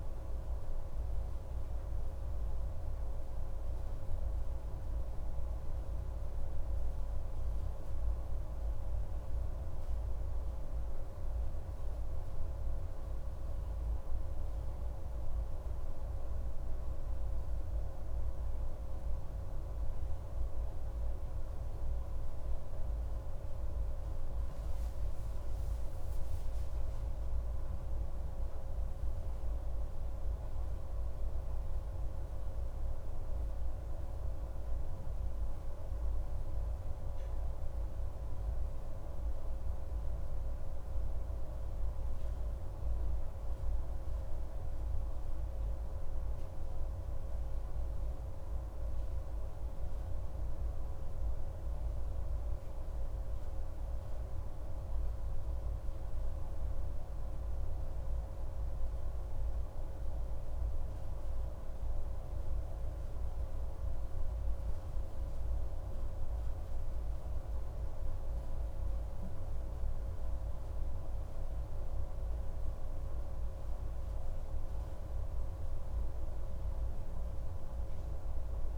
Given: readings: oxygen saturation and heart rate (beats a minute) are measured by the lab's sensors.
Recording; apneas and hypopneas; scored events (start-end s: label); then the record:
a person awake in a sleep study, hard to hear, by a room microphone; none
none scored
From the record:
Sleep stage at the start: awake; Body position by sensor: on the right side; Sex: male